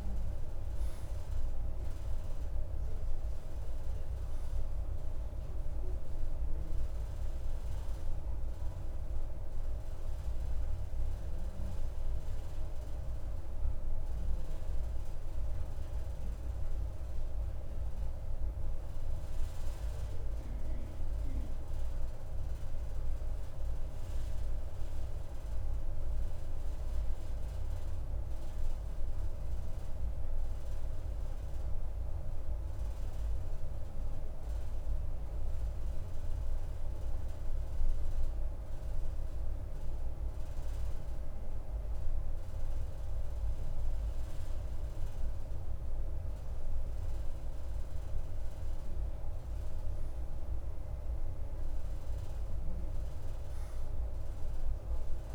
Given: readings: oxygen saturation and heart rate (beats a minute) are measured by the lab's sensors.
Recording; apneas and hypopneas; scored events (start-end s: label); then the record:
breathing in sleep, hard to hear, by a room microphone; 1
19.50-45.00 s: obstructive apnea (oxygen 94% before, 92% lowest, heart rate 55 before, 53 extreme, up 2 after)
47.00-51.00 s: arousal
From the record:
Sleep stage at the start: N2 (light sleep); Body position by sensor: on the right side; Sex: male